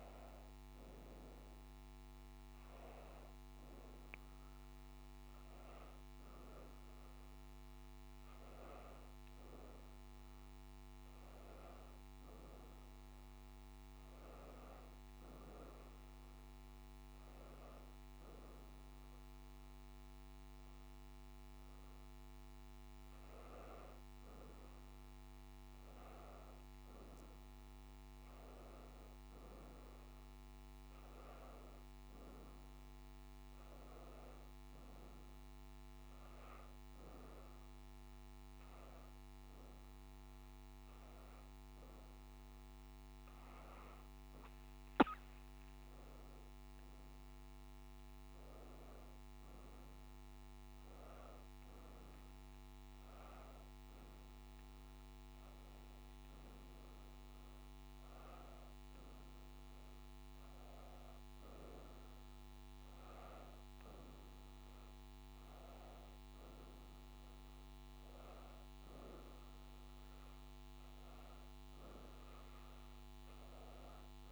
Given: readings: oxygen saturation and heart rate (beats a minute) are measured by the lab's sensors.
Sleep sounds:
breathing in sleep, hard to hear, by a microphone on the trachea; none
none scored
From the record:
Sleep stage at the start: N1 (lightest sleep); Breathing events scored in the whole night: 164 in 5.3 hours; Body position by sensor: on the back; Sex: female

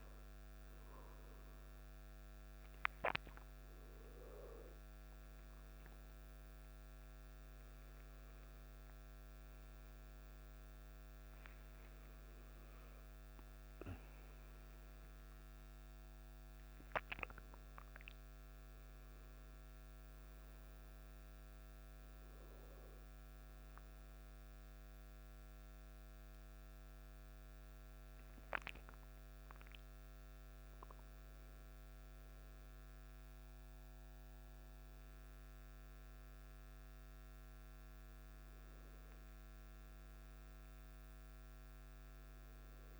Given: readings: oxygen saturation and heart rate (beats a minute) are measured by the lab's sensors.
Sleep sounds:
breathing in sleep, hard to hear, by a microphone on the trachea; none
2.00-42.99 s: new sleep stage, N1 (lightest sleep)
13.50-18.00 s: arousal
From the record:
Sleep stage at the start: N2 (light sleep); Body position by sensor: on the back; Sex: male

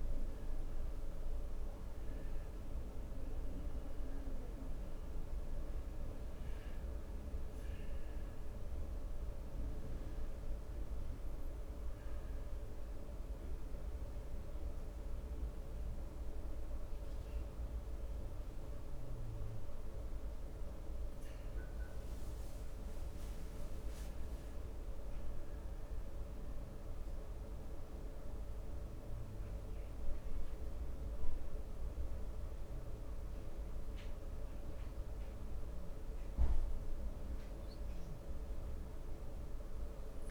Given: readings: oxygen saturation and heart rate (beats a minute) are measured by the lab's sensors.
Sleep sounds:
breathing in sleep, hard to hear, by a room microphone; 1
11.00-21.00 s: hypopnea (oxygen 96% before, 92% lowest, heart rate 68 before, 64 extreme, up 5 after)
23.00-26.00 s: arousal
31.50-40.31 s: oxygen desaturation (device-marked, oxygen 96% before, 92% lowest, heart rate 66 before, 64 extreme)
From the record:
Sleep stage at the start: N2 (light sleep); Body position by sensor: on the back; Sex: male

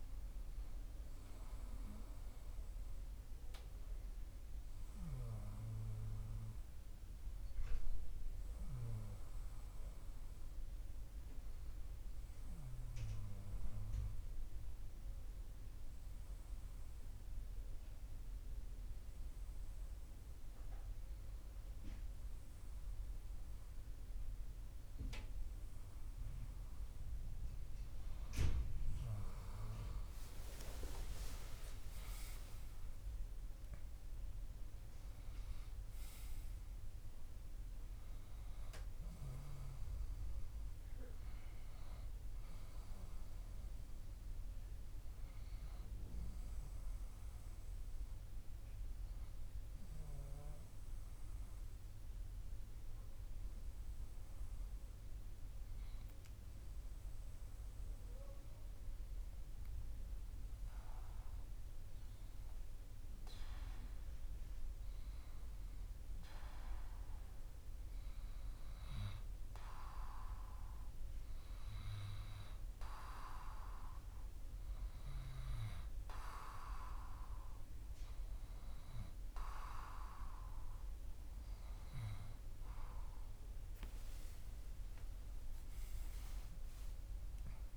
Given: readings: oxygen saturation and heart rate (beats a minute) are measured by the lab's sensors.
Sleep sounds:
breathing in sleep by a room microphone; 2
11.50-24.50 s: obstructive apnea (oxygen 96% before, 94% lowest, heart rate 59 before, 58 extreme, up 2 after)
29.50-34.50 s: arousal
50.50-68.00 s: obstructive apnea (oxygen 96% before, 94% lowest, heart rate 61 before, 59 extreme, up 0 after)
70.00-73.50 s: arousal
83.50-87.50 s: arousal
From the record:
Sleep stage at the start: N2 (light sleep); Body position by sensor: on the back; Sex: male

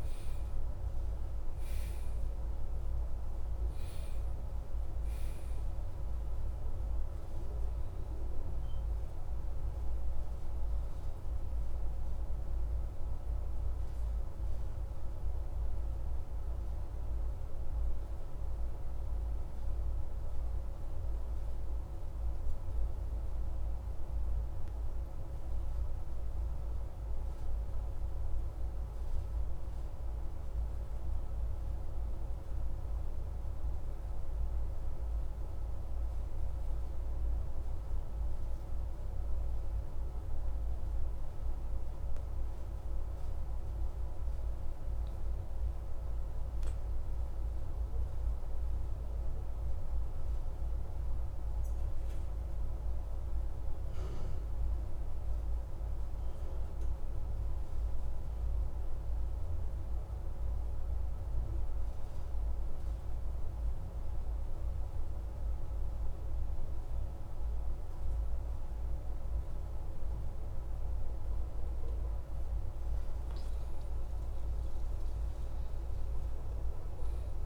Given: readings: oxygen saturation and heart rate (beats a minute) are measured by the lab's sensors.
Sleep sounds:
breathing in sleep, hard to hear, by a room microphone; 1
0.00-10.00 s: oxygen desaturation (device-marked, oxygen 91% lowest)
21.50-71.50 s: mixed apnea (oxygen 95% before, 91% lowest)
64.00-77.46 s: oxygen desaturation (device-marked, oxygen 96% before, 92% lowest)
77.00-77.46 s: new sleep stage, N1 (lightest sleep)
From the record:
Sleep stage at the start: N2 (light sleep); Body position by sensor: on the back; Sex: male

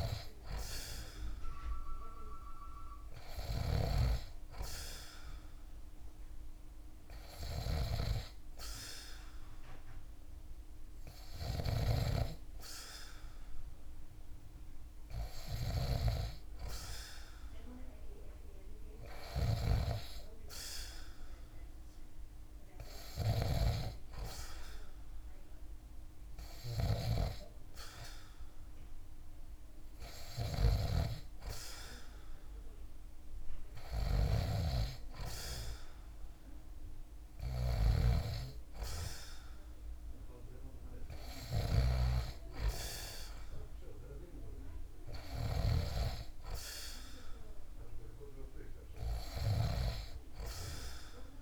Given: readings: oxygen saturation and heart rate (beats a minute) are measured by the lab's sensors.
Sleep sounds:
breathing in sleep by a room microphone; none
0.00-3.00 s: snoring (device-marked)
29.50-41.00 s: snoring (device-marked)
From the record:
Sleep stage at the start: N2 (light sleep); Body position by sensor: on the back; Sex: male

